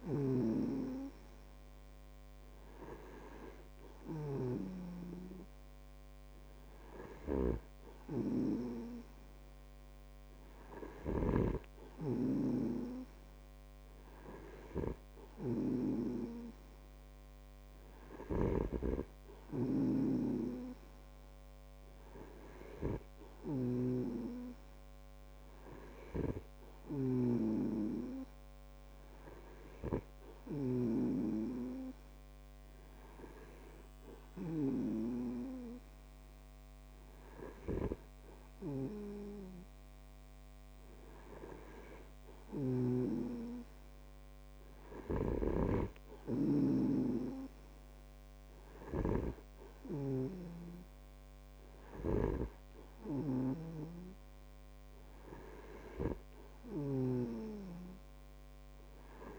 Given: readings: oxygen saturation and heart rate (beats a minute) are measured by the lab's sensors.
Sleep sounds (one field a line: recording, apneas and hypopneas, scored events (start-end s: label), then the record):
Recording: breathing in sleep by a microphone on the trachea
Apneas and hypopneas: none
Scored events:
0.00-5.00 s: snoring (device-marked)
11.50-31.50 s: snoring (device-marked)
45.50-59.39 s: snoring (device-marked)
From the record:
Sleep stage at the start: N2 (light sleep)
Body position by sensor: on the back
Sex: male